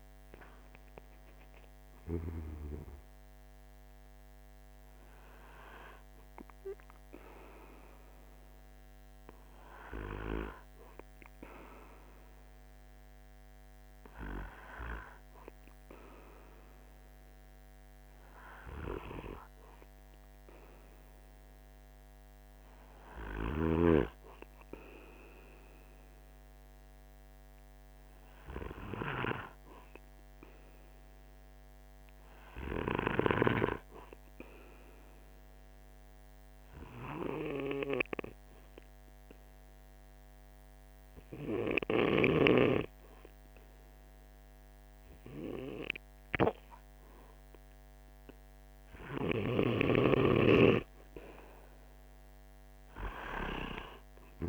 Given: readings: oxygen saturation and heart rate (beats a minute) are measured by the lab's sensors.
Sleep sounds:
breathing in sleep by a microphone on the trachea; 1
36.00-50.00 s: obstructive apnea (oxygen 98% before, 93% lowest, heart rate 46 before, 43 extreme, up 3 after)
51.50-54.49 s: arousal
From the record:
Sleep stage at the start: N2 (light sleep); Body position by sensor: on the right side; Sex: male

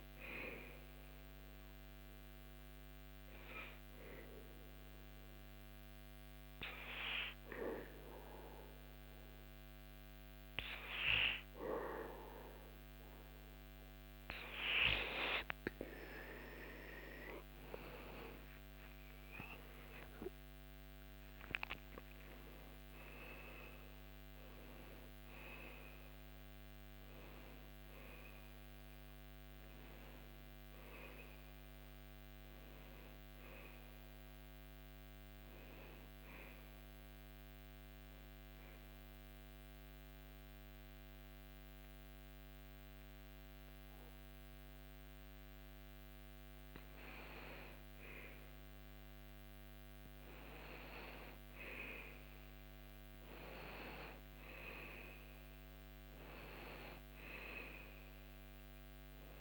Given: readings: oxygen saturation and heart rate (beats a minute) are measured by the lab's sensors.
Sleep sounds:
breathing in sleep by a microphone on the trachea; 2
0.00-2.50 s: oxygen desaturation (device-marked, oxygen 94% lowest, heart rate 76 extreme)
0.50-12.00 s: hypopnea (oxygen 97% before, 95% lowest, heart rate 77 before, 76 extreme, up 6 after)
14.50-20.00 s: arousal
37.00-48.50 s: hypopnea (oxygen 98% before, 96% lowest, heart rate 84 before, 69 extreme, up 11 after)
50.50-54.00 s: arousal
From the record:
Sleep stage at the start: N2 (light sleep); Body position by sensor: on the back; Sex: male

